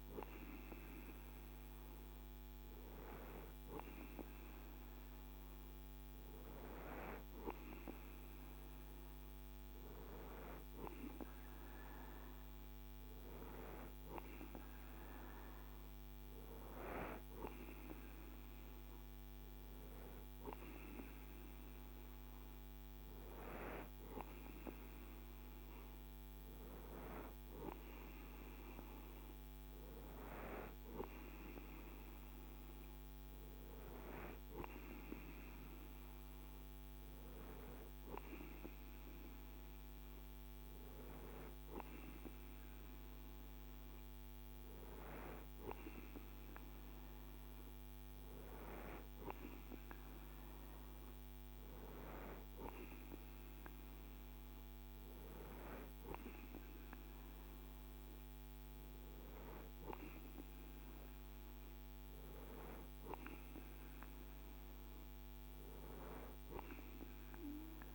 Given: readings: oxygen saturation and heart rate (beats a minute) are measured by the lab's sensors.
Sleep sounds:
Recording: breathing in sleep by a microphone on the trachea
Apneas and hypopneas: none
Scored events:
none scored
From the record:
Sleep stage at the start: N2 (light sleep)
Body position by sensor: on the right side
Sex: male

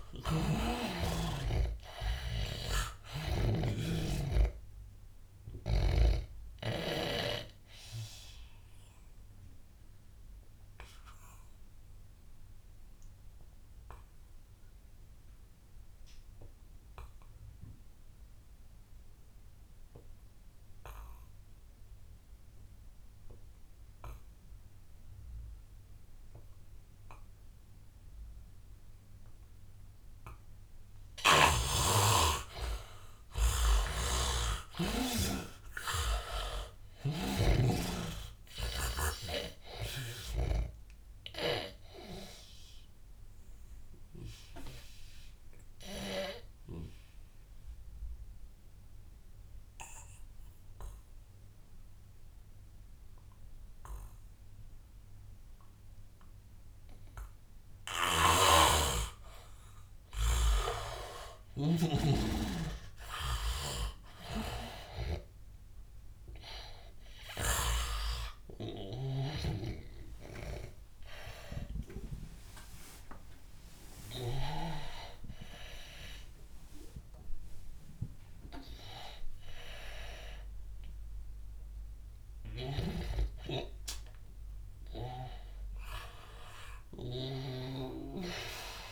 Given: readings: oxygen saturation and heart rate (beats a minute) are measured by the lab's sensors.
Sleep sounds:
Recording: breathing in sleep by a room microphone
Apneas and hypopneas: 2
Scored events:
0.00-20.50 s: oxygen desaturation (device-marked, oxygen 79% lowest, heart rate 84 extreme)
2.00-6.00 s: snoring (device-marked)
8.50-32.00 s: obstructive apnea (oxygen 99% before, 79% lowest, heart rate 92 before, 84 extreme, up 13 after)
30.50-54.50 s: oxygen desaturation (device-marked, oxygen 100% before, 80% lowest, heart rate 89 before, 91 extreme)
31.00-40.50 s: snoring (device-marked)
34.50-37.50 s: arousal
41.00-59.50 s: obstructive apnea (oxygen 100% before, 80% lowest, heart rate 87 before, 93 extreme, up 3 after)
58.00-68.00 s: snoring (device-marked)
59.50-80.50 s: oxygen desaturation (device-marked, oxygen 99% before, 87% lowest, heart rate 97 before, 82 extreme)
63.50-66.50 s: arousal
70.00-74.50 s: snoring (device-marked)
82.50-87.50 s: snoring (device-marked)
85.50-88.92 s: arousal
From the record:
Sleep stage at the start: N2 (light sleep)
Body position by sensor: on the back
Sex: male

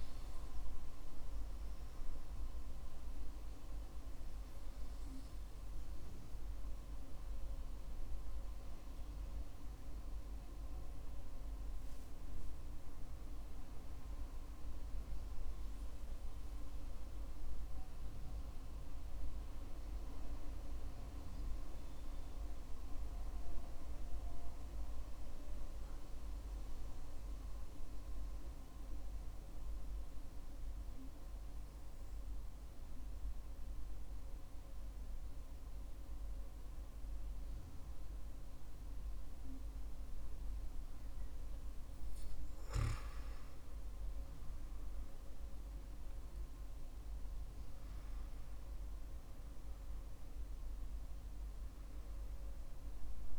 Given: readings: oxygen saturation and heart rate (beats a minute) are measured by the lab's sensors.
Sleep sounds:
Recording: breathing in sleep, hard to hear, by a room microphone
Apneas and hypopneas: 1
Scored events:
30.00-42.00 s: obstructive apnea (oxygen 97% before, 92% lowest, heart rate 56 before, 55 extreme, up 17 after)
40.00-52.00 s: oxygen desaturation (device-marked, oxygen 96% before, 93% lowest, heart rate 56 before, 55 extreme)
45.00-49.00 s: arousal
From the record:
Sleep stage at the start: N2 (light sleep)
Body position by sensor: on the back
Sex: male

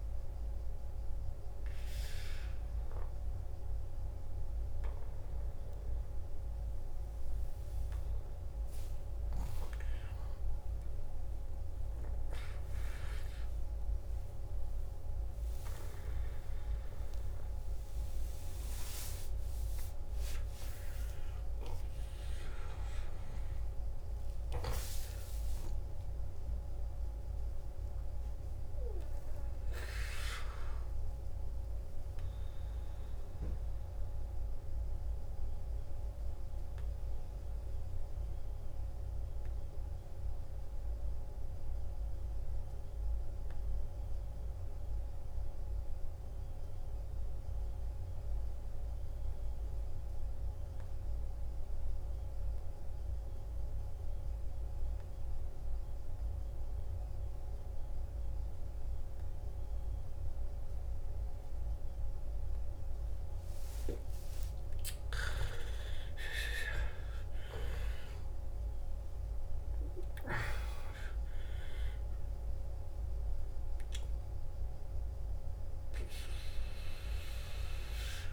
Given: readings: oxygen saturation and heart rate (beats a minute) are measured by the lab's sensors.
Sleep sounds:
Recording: breathing in sleep by a room microphone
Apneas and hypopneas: 1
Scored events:
2.00-12.00 s: oxygen desaturation (device-marked, oxygen 98% before, 95% lowest, heart rate 59 before, 55 extreme)
21.00-26.00 s: arousal
30.50-65.00 s: mixed apnea (oxygen 98% before, 88% lowest, heart rate 59 before, 52 extreme, up 14 after)
57.00-78.33 s: oxygen desaturation (device-marked, oxygen 97% before, 88% lowest, heart rate 55 before, 52 extreme)
66.00-70.50 s: arousal
From the record:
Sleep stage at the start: N2 (light sleep)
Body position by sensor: on the back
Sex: male

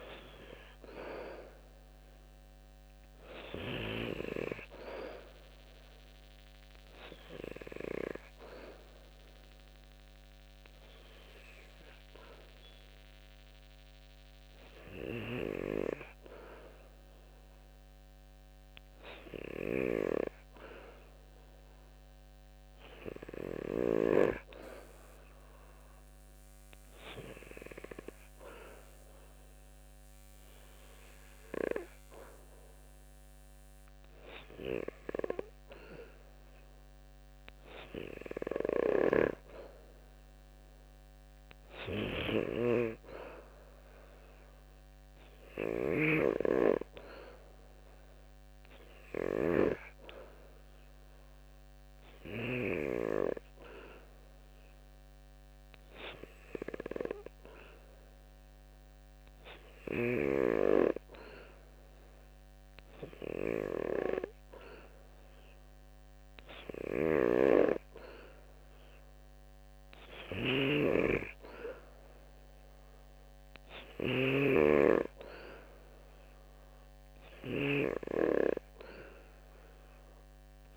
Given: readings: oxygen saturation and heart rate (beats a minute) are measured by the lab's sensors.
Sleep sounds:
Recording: breathing in sleep by a microphone on the trachea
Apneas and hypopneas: none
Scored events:
70.00-77.50 s: snoring (device-marked)
From the record:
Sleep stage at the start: N2 (light sleep)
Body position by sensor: on the back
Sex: male

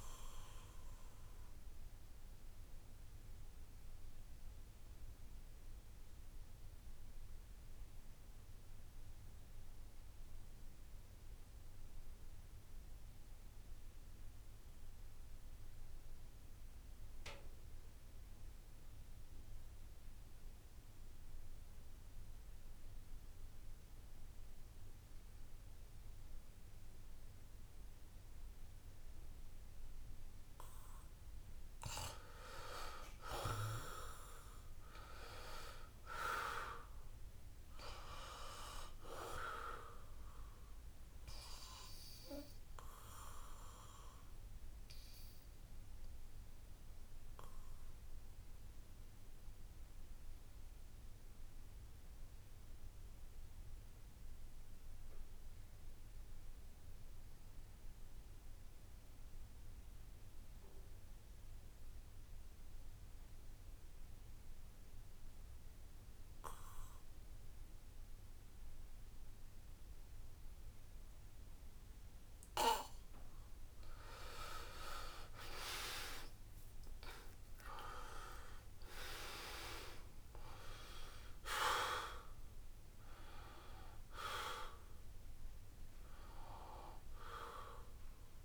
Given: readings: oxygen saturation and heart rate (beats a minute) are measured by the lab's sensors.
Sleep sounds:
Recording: breathing in sleep by a room microphone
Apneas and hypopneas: 2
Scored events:
0.00-11.00 s: oxygen desaturation (device-marked, oxygen 80% lowest, heart rate 67 extreme)
1.00-30.50 s: obstructive apnea (oxygen 95% before, 79% lowest, heart rate 73 before, 66 extreme, up 8 after)
25.00-54.00 s: oxygen desaturation (device-marked, oxygen 95% before, 79% lowest, heart rate 70 before, 66 extreme)
26.50-28.50 s: long interval between heartbeats (device-marked, heart rate 70 before, 69 extreme)
30.00-32.00 s: long interval between heartbeats (device-marked, heart rate 71 before, 70 extreme)
33.50-37.00 s: arousal
44.50-71.50 s: obstructive apnea (oxygen 96% before, 78% lowest, heart rate 72 before, 66 extreme, up 9 after)
62.00-88.45 s: oxygen desaturation (device-marked, oxygen 96% before, 78% lowest, heart rate 68 before, 65 extreme)
75.50-79.00 s: arousal
From the record:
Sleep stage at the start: N2 (light sleep)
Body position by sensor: on the back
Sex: male

